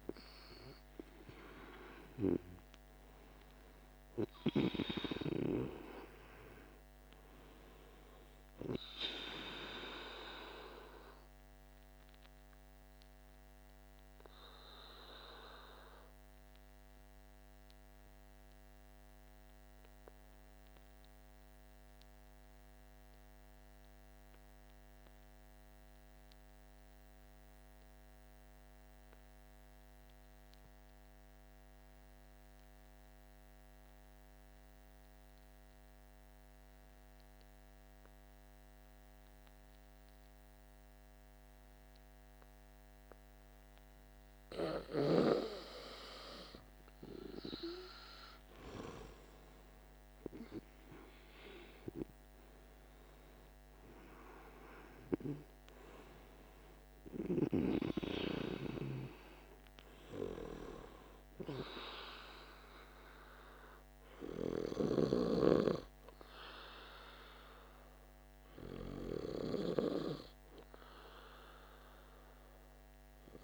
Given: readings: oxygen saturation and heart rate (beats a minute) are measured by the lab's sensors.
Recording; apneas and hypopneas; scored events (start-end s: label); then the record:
breathing in sleep by a microphone on the trachea; 1
0.00-4.00 s: arousal
10.00-43.00 s: obstructive apnea (oxygen 97% before, 90% lowest, heart rate 56 before, 47 extreme, up 7 after)
38.00-73.44 s: oxygen desaturation (device-marked, oxygen 99% before, 90% lowest, heart rate 49 before, 49 extreme)
48.00-52.50 s: arousal
From the record:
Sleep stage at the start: N2 (light sleep); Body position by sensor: on the back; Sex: male